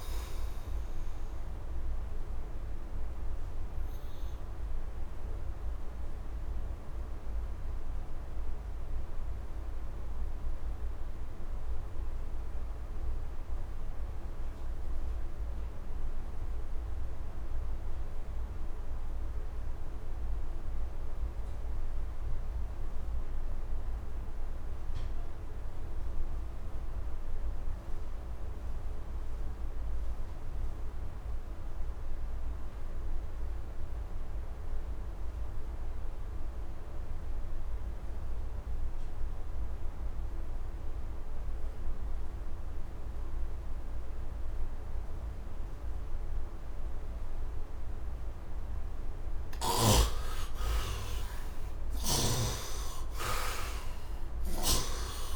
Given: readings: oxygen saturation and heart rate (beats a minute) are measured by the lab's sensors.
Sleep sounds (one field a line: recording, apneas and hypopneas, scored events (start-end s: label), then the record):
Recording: breathing in sleep by a room microphone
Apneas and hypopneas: 1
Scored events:
0.00-20.50 s: oxygen desaturation (device-marked, oxygen 55% lowest, heart rate 64 extreme)
2.50-48.50 s: obstructive apnea (oxygen 70% before, 53% lowest, heart rate 84 before, 63 extreme, up 25 after)
30.50-55.35 s: oxygen desaturation (device-marked, oxygen 99% before, 53% lowest, heart rate 81 before, 63 extreme)
50.50-55.35 s: arousal
54.00-55.35 s: snoring (device-marked)
From the record:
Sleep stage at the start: REM sleep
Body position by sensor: on the right side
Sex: male